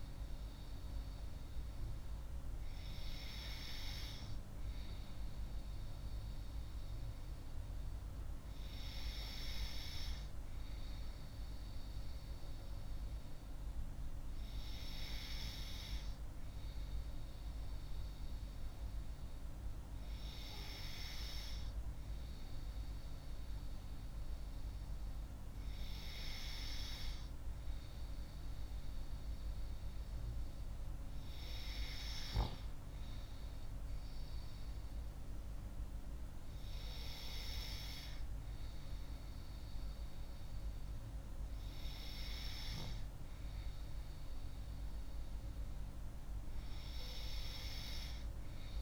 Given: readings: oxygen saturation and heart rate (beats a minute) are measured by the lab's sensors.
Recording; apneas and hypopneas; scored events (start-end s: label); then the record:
breathing in sleep by a room microphone; none
none scored
From the record:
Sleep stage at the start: N3 (deep sleep); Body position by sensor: on the left side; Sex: female